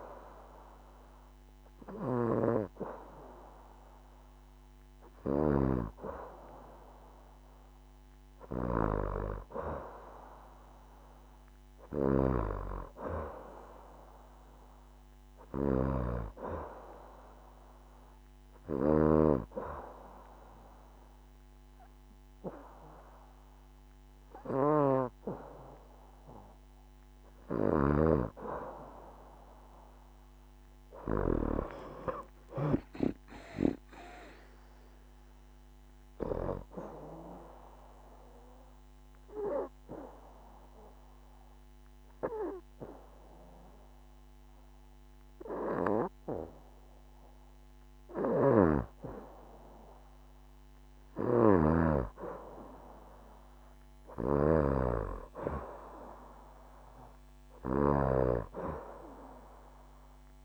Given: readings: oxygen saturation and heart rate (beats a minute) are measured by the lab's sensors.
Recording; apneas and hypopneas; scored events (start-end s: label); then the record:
breathing in sleep by a microphone on the trachea; 1
0.50-12.50 s: oxygen desaturation (device-marked, oxygen 94% before, 91% lowest, heart rate 71 before, 69 extreme)
32.00-35.00 s: arousal
37.50-49.50 s: obstructive apnea (oxygen 94% before, 91% lowest, heart rate 71 before, 65 extreme, up 4 after)
37.50-58.50 s: oxygen desaturation (device-marked, oxygen 94% before, 91% lowest, heart rate 71 before, 65 extreme)
50.50-53.50 s: arousal
From the record:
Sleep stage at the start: N2 (light sleep); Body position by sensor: on the back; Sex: female